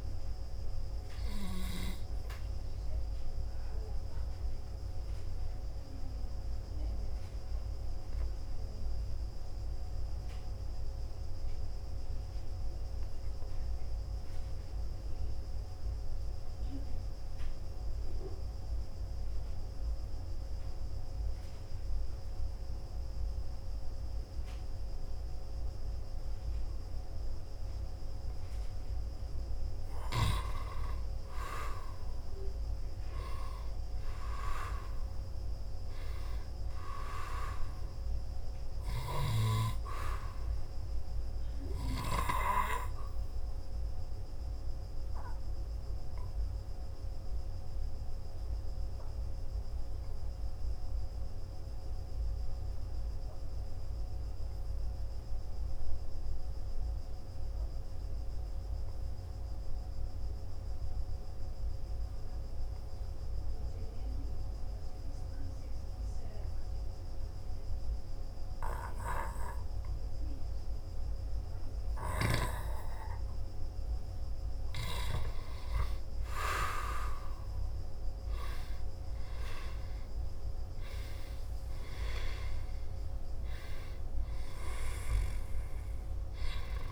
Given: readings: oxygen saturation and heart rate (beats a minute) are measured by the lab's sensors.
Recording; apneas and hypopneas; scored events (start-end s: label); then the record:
breathing in sleep by a room microphone; 2
0.00-24.50 s: oxygen desaturation (device-marked, oxygen 87% lowest, heart rate 51 extreme)
4.00-29.00 s: obstructive apnea (oxygen 97% before, 87% lowest, heart rate 59 before, 51 extreme, up 3 after)
31.00-35.50 s: arousal
40.50-46.50 s: oxygen desaturation (device-marked, oxygen 98% before, 95% lowest, heart rate 53 before, 51 extreme)
43.50-73.50 s: obstructive apnea (oxygen 99% before, 90% lowest, heart rate 53 before, 48 extreme, up 5 after)
52.50-70.50 s: oxygen desaturation (device-marked, oxygen 96% before, 90% lowest, heart rate 55 before, 48 extreme)
75.50-81.00 s: arousal
From the record:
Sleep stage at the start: N2 (light sleep); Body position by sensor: on the back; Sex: male